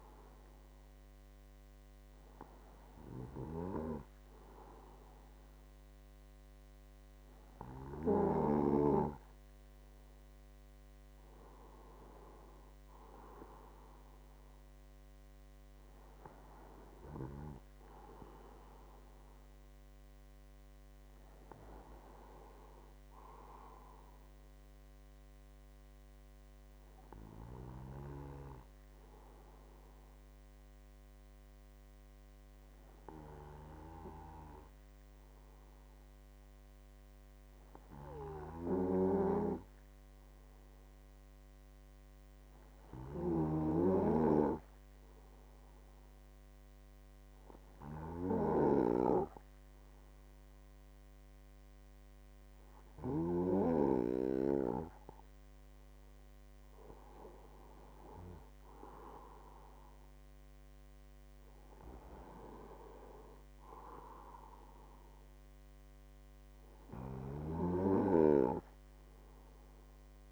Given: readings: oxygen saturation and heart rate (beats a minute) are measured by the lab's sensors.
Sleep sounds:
breathing in sleep by a microphone on the trachea; 1
34.50-54.00 s: hypopnea (oxygen 97% before, 95% lowest, heart rate 52 before, 50 extreme, up 3 after)
55.50-59.00 s: arousal
From the record:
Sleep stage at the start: N2 (light sleep); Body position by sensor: on the right side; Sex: male

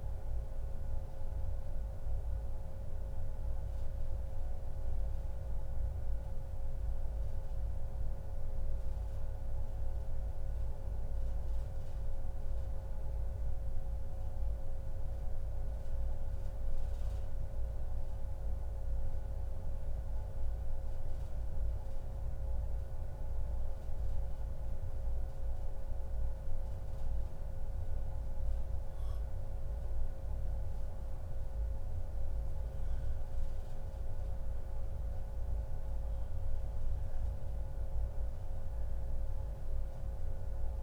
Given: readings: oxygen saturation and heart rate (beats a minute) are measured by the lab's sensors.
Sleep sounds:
breathing in sleep, hard to hear, by a room microphone; 1
0.00-12.50 s: oxygen desaturation (device-marked, oxygen 87% lowest, heart rate 88 extreme)
2.00-28.50 s: central apnea (oxygen 92% before, 87% lowest, heart rate 141 before, 88 extreme, up 57 after)
19.50-21.50 s: long interval between heartbeats (device-marked, heart rate 145 before, 114 extreme)
31.00-34.50 s: arousal
36.50-40.83 s: new sleep stage, N2 (light sleep)
38.50-40.83 s: oxygen desaturation (device-marked, oxygen 98% before, 94% lowest, heart rate 127 before, 140 extreme)
From the record:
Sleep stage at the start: N1 (lightest sleep); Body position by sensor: on the back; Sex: male

